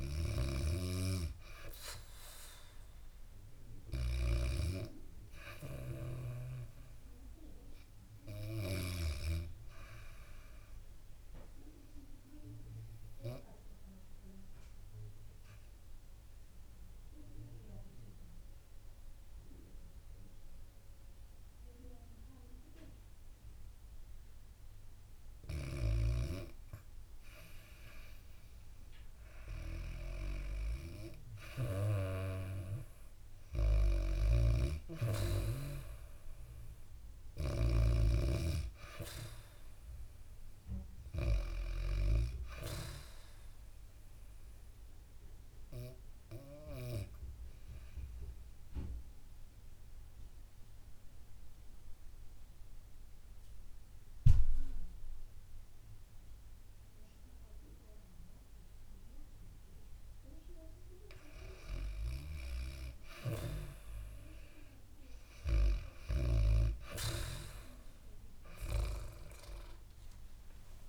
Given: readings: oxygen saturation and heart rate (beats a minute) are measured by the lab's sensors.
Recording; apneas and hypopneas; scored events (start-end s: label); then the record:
breathing in sleep by a room microphone; 2
0.00-15.00 s: oxygen desaturation (device-marked, oxygen 96% before, 91% lowest, heart rate 67 before, 57 extreme)
9.50-25.50 s: obstructive apnea (oxygen 96% before, 90% lowest, heart rate 69 before, 57 extreme, up 8 after)
21.00-27.00 s: bradycardia (device-marked, heart rate 66 before, 57 extreme)
27.00-30.50 s: arousal
27.00-50.00 s: oxygen desaturation (device-marked, oxygen 97% before, 90% lowest, heart rate 68 before, 57 extreme)
33.50-37.00 s: snoring (device-marked)
46.00-59.50 s: obstructive apnea (oxygen 98% before, 92% lowest, heart rate 67 before, 57 extreme, up 11 after)
56.00-60.00 s: bradycardia (device-marked, heart rate 67 before, 59 extreme)
69.50-70.89 s: arousal
From the record:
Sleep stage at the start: REM sleep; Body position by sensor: on the back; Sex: female